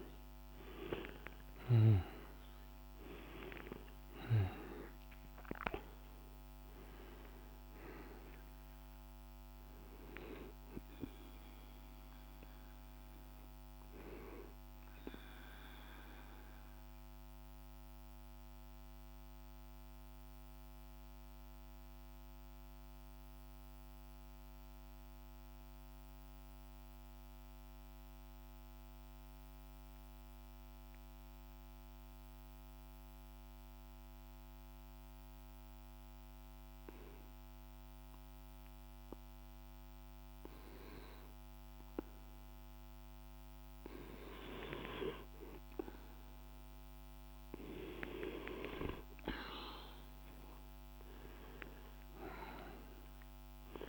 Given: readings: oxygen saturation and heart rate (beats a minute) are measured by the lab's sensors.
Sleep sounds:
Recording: breathing in sleep by a microphone on the trachea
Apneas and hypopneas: 1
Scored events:
0.00-19.00 s: oxygen desaturation (device-marked, oxygen 89% lowest, heart rate 46 extreme)
15.50-44.00 s: mixed apnea (oxygen 98% before, 89% lowest, heart rate 57 before, 46 extreme, up 3 after)
37.00-53.89 s: oxygen desaturation (device-marked, oxygen 99% before, 90% lowest, heart rate 47 before, 45 extreme)
48.50-53.50 s: arousal
From the record:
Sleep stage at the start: N2 (light sleep)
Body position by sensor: on the back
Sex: male

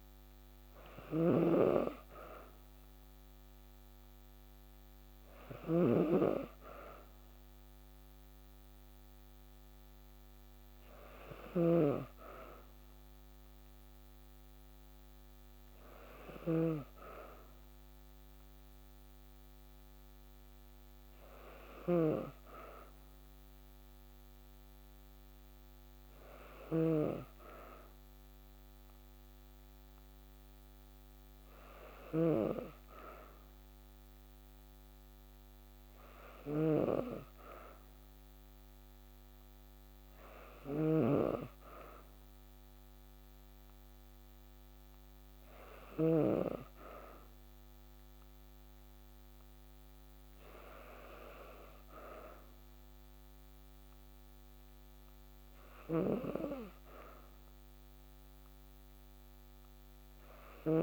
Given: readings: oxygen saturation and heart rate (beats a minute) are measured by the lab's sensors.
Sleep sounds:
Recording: breathing in sleep by a microphone on the trachea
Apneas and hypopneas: none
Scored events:
0.00-26.50 s: snoring (device-marked)
35.50-45.50 s: snoring (device-marked)
55.00-60.83 s: snoring (device-marked)
From the record:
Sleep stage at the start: N2 (light sleep)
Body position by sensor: on the back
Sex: female

